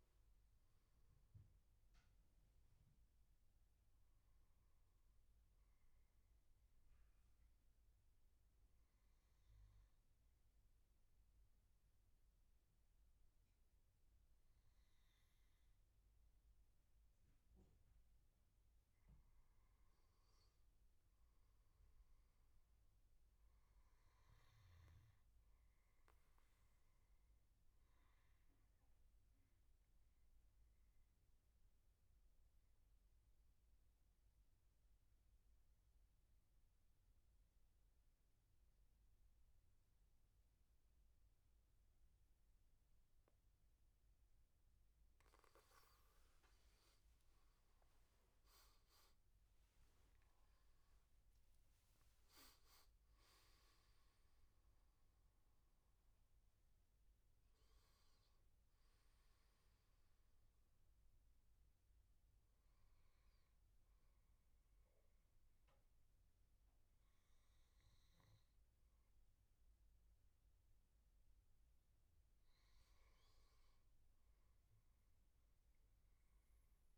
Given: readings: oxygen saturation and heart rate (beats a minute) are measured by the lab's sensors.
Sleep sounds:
breathing in sleep, hard to hear, by a room microphone; 2
5.00-76.98 s: new sleep stage, N2 (light sleep)
7.00-19.00 s: obstructive apnea (oxygen 97% before, 91% lowest, heart rate 81 before, 76 extreme, up 2 after)
21.00-24.50 s: arousal
30.00-45.00 s: obstructive apnea (oxygen 96% before, 91% lowest, heart rate 80 before, 75 extreme, up 17 after)
47.00-51.50 s: arousal
47.00-66.00 s: oxygen desaturation (device-marked, oxygen 96% before, 91% lowest, heart rate 79 before, 73 extreme)
From the record:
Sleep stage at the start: N1 (lightest sleep); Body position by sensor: on the back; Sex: male

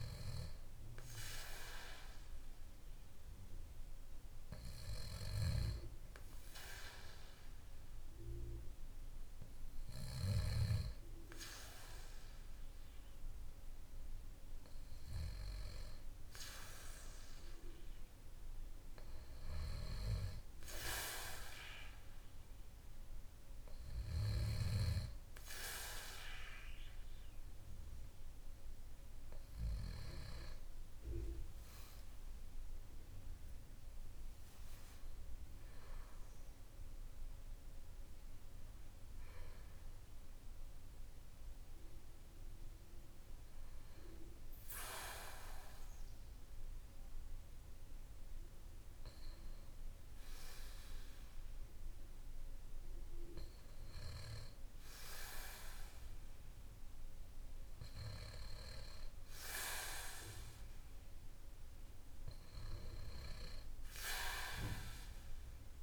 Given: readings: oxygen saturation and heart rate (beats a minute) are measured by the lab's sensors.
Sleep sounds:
breathing in sleep by a room microphone; none
30.00-35.00 s: arousal
64.50-65.83 s: arousal
From the record:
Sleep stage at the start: N2 (light sleep); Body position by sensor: on the back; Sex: male

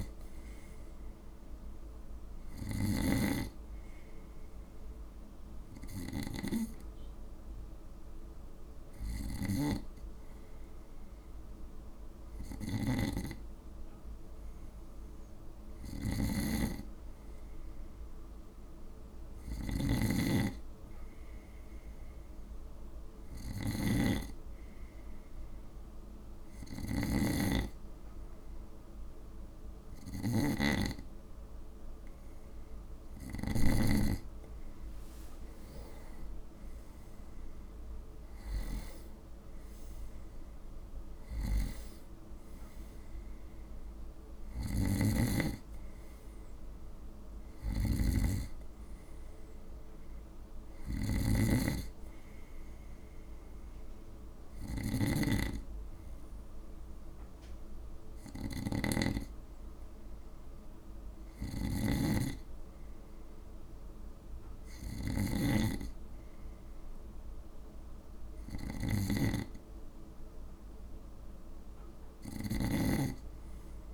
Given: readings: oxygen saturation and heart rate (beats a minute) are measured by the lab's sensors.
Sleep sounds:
breathing in sleep by a room microphone; 2
0.00-33.50 s: snoring (device-marked)
2.50-15.00 s: hypopnea (oxygen 97% before, 93% lowest, heart rate 60 before, 53 extreme, up 1 after)
16.50-20.00 s: arousal
24.00-34.50 s: hypopnea (oxygen 96% before, 94% lowest, heart rate 56 before, 55 extreme, up 9 after)
36.50-40.00 s: arousal
44.50-73.94 s: snoring (device-marked)
69.00-72.50 s: arousal
From the record:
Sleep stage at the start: N2 (light sleep); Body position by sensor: on the right side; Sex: male

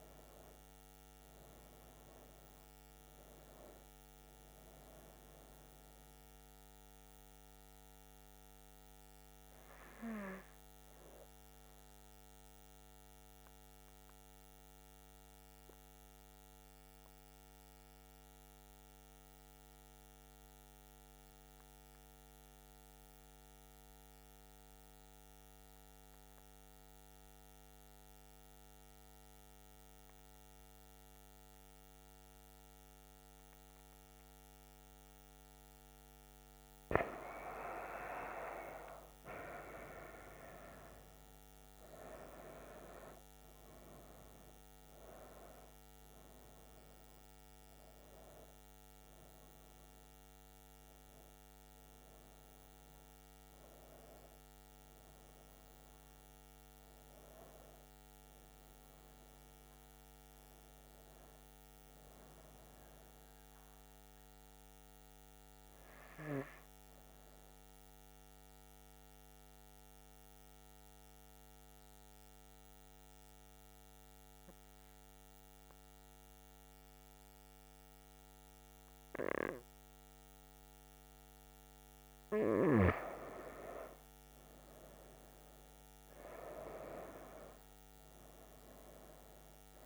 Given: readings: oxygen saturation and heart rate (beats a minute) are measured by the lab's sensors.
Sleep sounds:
breathing in sleep by a microphone on the trachea; 2
0.00-7.00 s: oxygen desaturation (device-marked, oxygen 91% lowest, heart rate 67 extreme)
10.50-35.50 s: mixed apnea (oxygen 98% before, 92% lowest, heart rate 77 before, 67 extreme, up 9 after)
34.00-63.00 s: oxygen desaturation (device-marked, oxygen 97% before, 92% lowest, heart rate 69 before, 66 extreme)
37.50-41.50 s: arousal
67.00-81.50 s: central apnea (oxygen 98% before, 95% lowest, heart rate 74 before, 66 extreme, up 9 after)
82.50-87.50 s: arousal
From the record:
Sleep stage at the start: N2 (light sleep); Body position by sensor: on the back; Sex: female

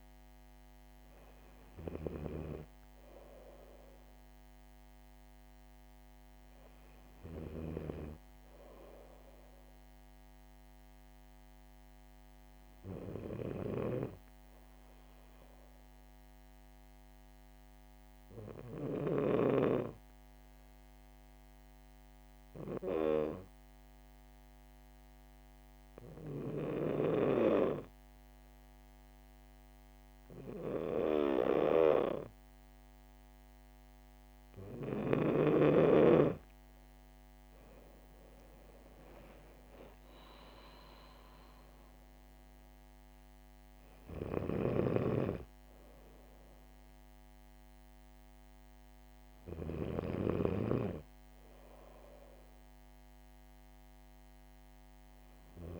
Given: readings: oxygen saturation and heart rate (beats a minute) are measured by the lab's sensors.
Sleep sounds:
breathing in sleep by a microphone on the trachea; 1
12.50-35.00 s: hypopnea (oxygen 97% before, 95% lowest, heart rate 67 before, 64 extreme, up 4 after)
37.00-40.00 s: arousal
44.00-50.50 s: snoring (device-marked)
From the record:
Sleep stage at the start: N2 (light sleep); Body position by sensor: on the back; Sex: female

